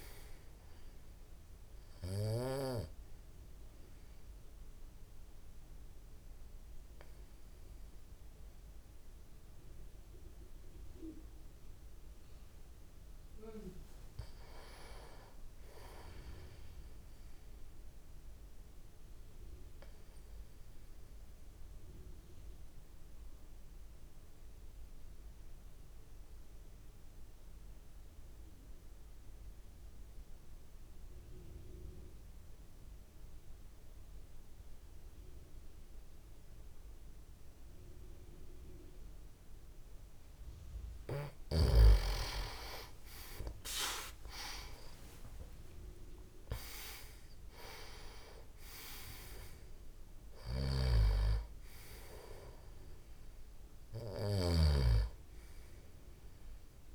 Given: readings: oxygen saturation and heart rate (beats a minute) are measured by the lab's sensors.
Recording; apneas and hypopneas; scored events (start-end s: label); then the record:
breathing in sleep by a room microphone; 2
0.00-16.00 s: oxygen desaturation (device-marked, oxygen 89% lowest)
2.00-12.50 s: obstructive apnea (oxygen 97% before, 88% lowest)
14.50-17.50 s: arousal
20.00-40.00 s: obstructive apnea (oxygen 98% before, 88% lowest)
41.00-56.95 s: oxygen desaturation (device-marked, oxygen 96% before, 88% lowest)
43.00-47.50 s: arousal
50.50-54.50 s: snoring (device-marked)
From the record:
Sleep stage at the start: N2 (light sleep); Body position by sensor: on the back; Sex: male